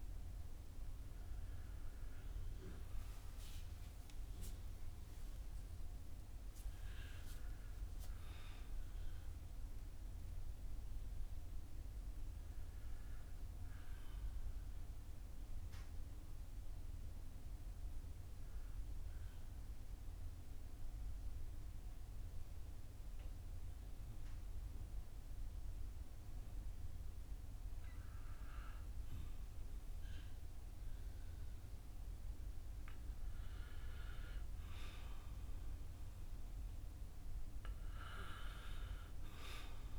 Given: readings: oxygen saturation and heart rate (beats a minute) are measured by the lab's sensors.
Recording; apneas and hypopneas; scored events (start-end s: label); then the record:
breathing in sleep by a room microphone; 1
0.00-9.50 s: oxygen desaturation (device-marked, oxygen 86% lowest, heart rate 49 extreme)
14.50-33.00 s: obstructive apnea (oxygen 96% before, 92% lowest, heart rate 55 before, 49 extreme, up 10 after)
35.00-39.50 s: arousal
36.50-39.98 s: oxygen desaturation (device-marked, oxygen 96% before, 92% lowest, heart rate 53 before, 50 extreme)
From the record:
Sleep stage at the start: N1 (lightest sleep); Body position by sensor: on the back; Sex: male